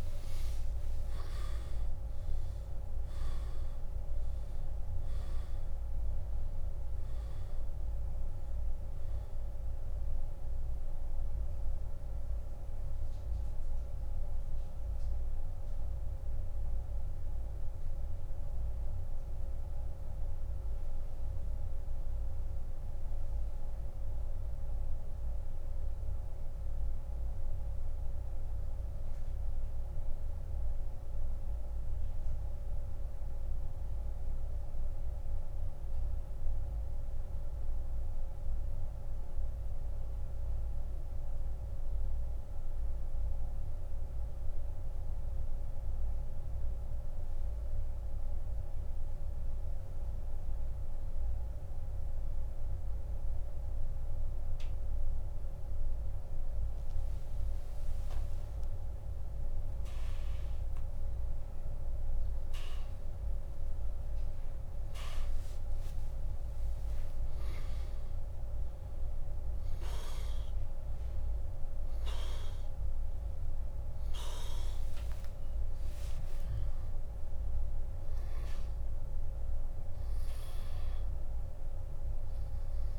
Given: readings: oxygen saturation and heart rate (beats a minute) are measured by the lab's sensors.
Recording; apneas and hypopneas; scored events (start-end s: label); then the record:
breathing in sleep, hard to hear, by a room microphone; 1
6.50-58.50 s: oxygen desaturation (device-marked, oxygen 95% before, 83% lowest, heart rate 68 before, 25 extreme)
17.50-82.99 s: new sleep stage, N2 (light sleep)
19.00-55.50 s: central apnea (oxygen 97% before, 83% lowest, heart rate 62 before, 25 extreme, up 45 after)
57.50-64.00 s: arousal
From the record:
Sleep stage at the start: N1 (lightest sleep); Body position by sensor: on the back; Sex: male